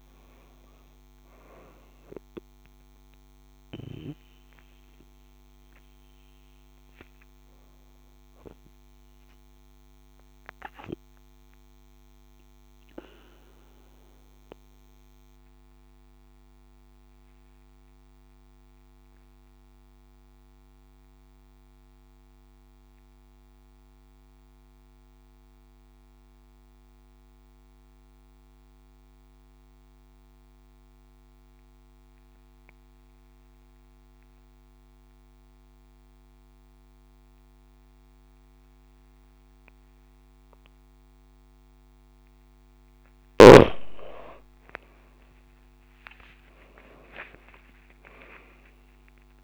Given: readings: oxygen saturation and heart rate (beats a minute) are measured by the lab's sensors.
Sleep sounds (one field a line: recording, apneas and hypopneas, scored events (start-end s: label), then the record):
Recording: breathing in sleep by a microphone on the trachea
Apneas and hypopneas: 1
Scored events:
0.00-29.00 s: oxygen desaturation (device-marked, oxygen 91% lowest)
10.50-42.00 s: mixed apnea (oxygen 97% before, 90% lowest)
45.00-47.00 s: long interval between heartbeats (device-marked)
45.00-49.44 s: arousal
45.00-49.44 s: oxygen desaturation (device-marked, oxygen 98% before, 90% lowest)
47.00-49.00 s: long interval between heartbeats (device-marked)
From the record:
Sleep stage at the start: N2 (light sleep)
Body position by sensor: on the back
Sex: female